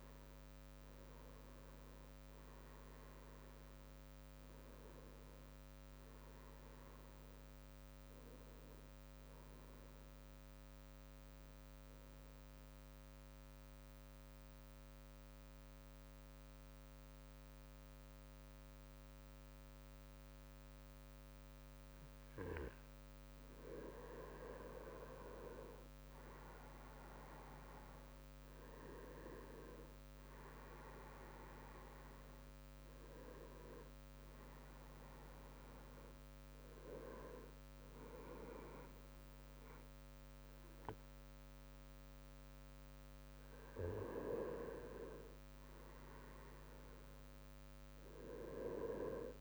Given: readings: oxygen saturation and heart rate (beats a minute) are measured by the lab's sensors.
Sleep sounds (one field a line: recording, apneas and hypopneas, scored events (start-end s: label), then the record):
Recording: breathing in sleep by a microphone on the trachea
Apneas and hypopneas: 1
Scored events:
0.00-10.50 s: oxygen desaturation (device-marked, oxygen 94% lowest, heart rate 58 extreme)
11.00-24.50 s: obstructive apnea (oxygen 97% before, 94% lowest, heart rate 64 before, 58 extreme, up 12 after)
25.50-36.50 s: drop in pulse transit time (device-marked, heart rate 61 before, 65 extreme)
27.00-31.00 s: arousal
30.50-44.50 s: oxygen desaturation (device-marked, oxygen 98% before, 94% lowest, heart rate 62 before, 60 extreme)
From the record:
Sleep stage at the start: N2 (light sleep)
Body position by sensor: on the right side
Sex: male